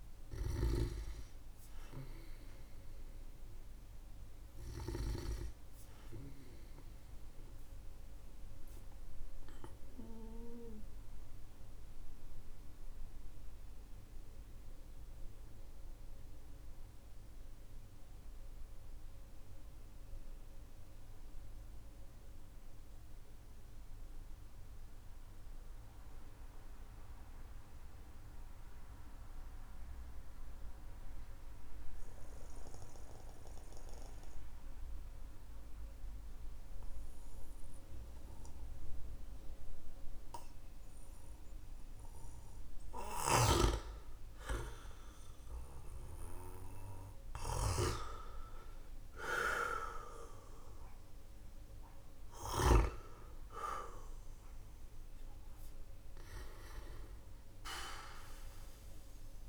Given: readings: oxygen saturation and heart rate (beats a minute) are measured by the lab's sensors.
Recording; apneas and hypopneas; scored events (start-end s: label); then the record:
breathing in sleep by a room microphone; 1
9.00-44.50 s: obstructive apnea (oxygen 98% before, 92% lowest, heart rate 51 before, 45 extreme, up 5 after)
40.00-59.49 s: oxygen desaturation (device-marked, oxygen 98% before, 92% lowest, heart rate 51 before, 46 extreme)
42.50-52.50 s: snoring (device-marked)
46.50-51.50 s: arousal
From the record:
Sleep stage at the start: N2 (light sleep); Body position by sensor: on the back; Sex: male